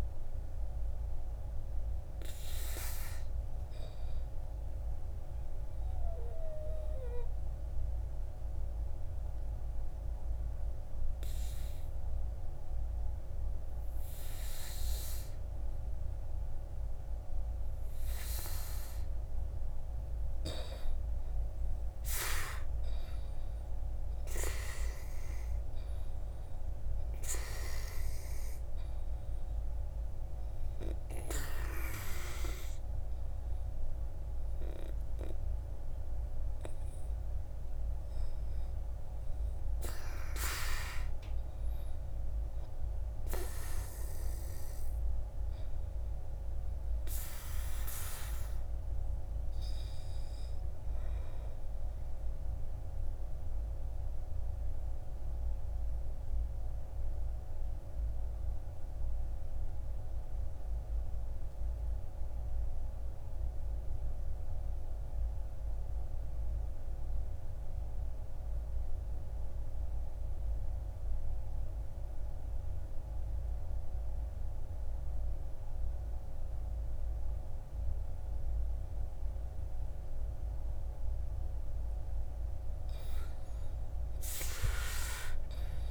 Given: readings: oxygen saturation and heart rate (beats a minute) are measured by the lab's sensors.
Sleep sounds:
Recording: breathing in sleep by a room microphone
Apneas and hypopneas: 2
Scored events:
0.00-11.50 s: oxygen desaturation (device-marked, oxygen 82% lowest, heart rate 52 extreme)
6.50-19.50 s: obstructive apnea (oxygen 97% before, 82% lowest, heart rate 61 before, 51 extreme, up 10 after)
22.00-26.50 s: arousal
43.50-57.50 s: oxygen desaturation (device-marked, oxygen 96% before, 93% lowest, heart rate 58 before, 39 extreme)
50.50-52.50 s: long interval between heartbeats (device-marked, heart rate 55 before, 51 extreme)
53.00-81.50 s: obstructive apnea (oxygen 99% before, 79% lowest, heart rate 54 before, 48 extreme, up 13 after)
83.00-85.91 s: arousal
From the record:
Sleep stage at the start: N2 (light sleep)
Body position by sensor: on the back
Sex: male

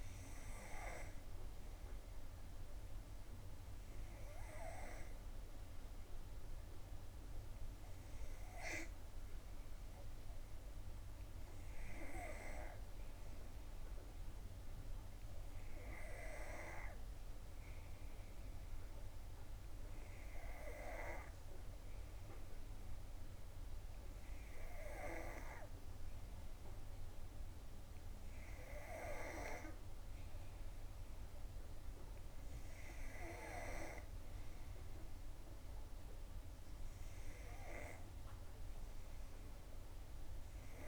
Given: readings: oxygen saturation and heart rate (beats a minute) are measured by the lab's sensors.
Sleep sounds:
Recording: breathing in sleep by a room microphone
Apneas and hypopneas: none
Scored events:
0.00-9.00 s: oxygen desaturation (device-marked, oxygen 91% lowest, heart rate 62 extreme)
From the record:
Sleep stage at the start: N2 (light sleep)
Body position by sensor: on the back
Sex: female

